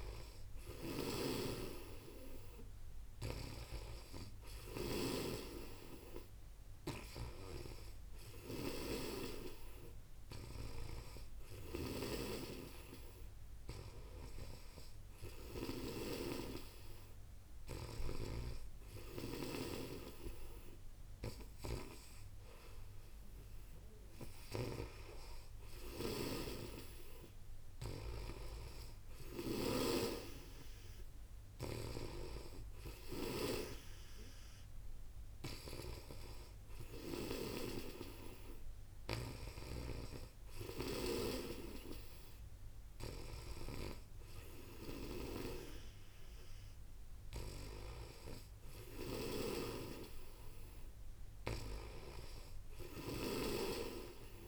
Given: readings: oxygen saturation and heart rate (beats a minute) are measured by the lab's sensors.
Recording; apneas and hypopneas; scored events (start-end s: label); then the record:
breathing in sleep by a room microphone; none
3.00-19.00 s: snoring (device-marked)
21.00-43.00 s: snoring (device-marked)
51.00-54.48 s: snoring (device-marked)
From the record:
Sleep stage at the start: N2 (light sleep); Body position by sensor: on the back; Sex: female